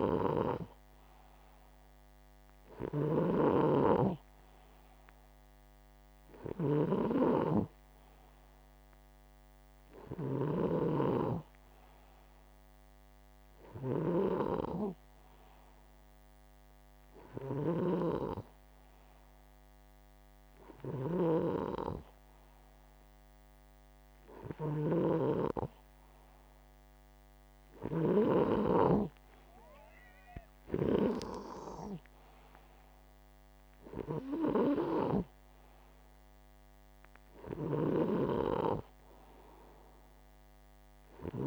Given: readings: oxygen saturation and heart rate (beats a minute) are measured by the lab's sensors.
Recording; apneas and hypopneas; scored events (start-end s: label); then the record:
breathing in sleep by a microphone on the trachea; none
0.00-21.00 s: snoring (device-marked)
27.50-41.47 s: snoring (device-marked)
From the record:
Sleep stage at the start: N2 (light sleep); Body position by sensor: upright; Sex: male